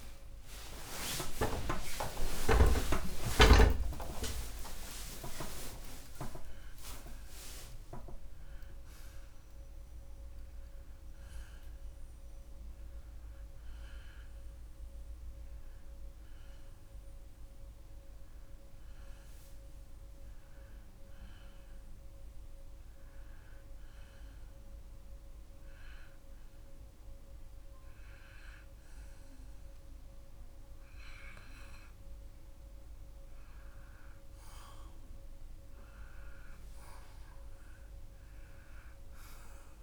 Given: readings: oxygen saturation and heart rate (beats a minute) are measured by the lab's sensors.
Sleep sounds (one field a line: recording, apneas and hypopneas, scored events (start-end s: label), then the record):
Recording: breathing in sleep by a room microphone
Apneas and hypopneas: 1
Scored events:
0.00-5.50 s: arousal
21.00-32.00 s: obstructive apnea (oxygen 94% before, 83% lowest, heart rate 113 before, 73 extreme, up 3 after)
27.50-39.83 s: oxygen desaturation (device-marked, oxygen 93% before, 83% lowest, heart rate 89 before, 67 extreme)
29.50-39.83 s: new sleep stage, N2 (light sleep)
34.00-39.50 s: arousal
From the record:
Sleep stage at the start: N1 (lightest sleep)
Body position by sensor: on the left side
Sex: male